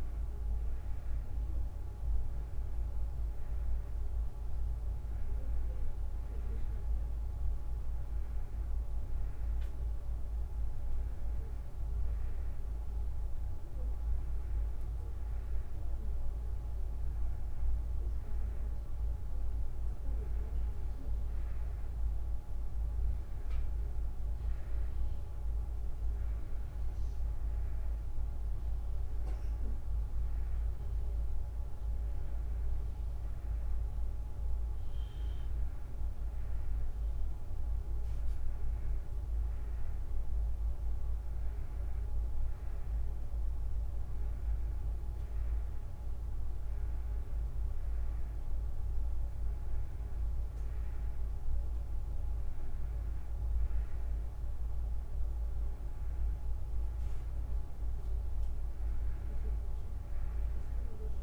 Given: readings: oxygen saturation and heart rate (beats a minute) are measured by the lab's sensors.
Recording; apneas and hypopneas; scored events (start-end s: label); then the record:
breathing in sleep, hard to hear, by a room microphone; none
none scored
From the record:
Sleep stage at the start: N2 (light sleep); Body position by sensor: on the right side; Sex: female